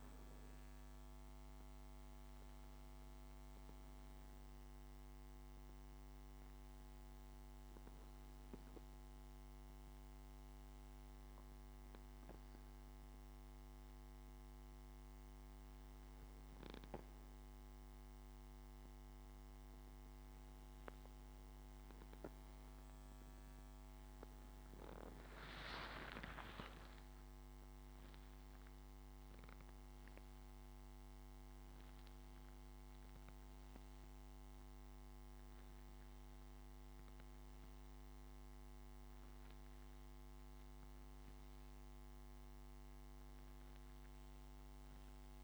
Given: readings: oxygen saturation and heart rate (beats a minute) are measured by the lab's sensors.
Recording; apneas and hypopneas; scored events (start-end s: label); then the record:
breathing in sleep, hard to hear, by a microphone on the trachea; 1
9.50-20.50 s: hypopnea (oxygen 95% before, 93% lowest, heart rate 71 before, 67 extreme, up 5 after)
23.50-28.50 s: arousal
From the record:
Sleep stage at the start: N2 (light sleep); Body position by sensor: on the back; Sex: male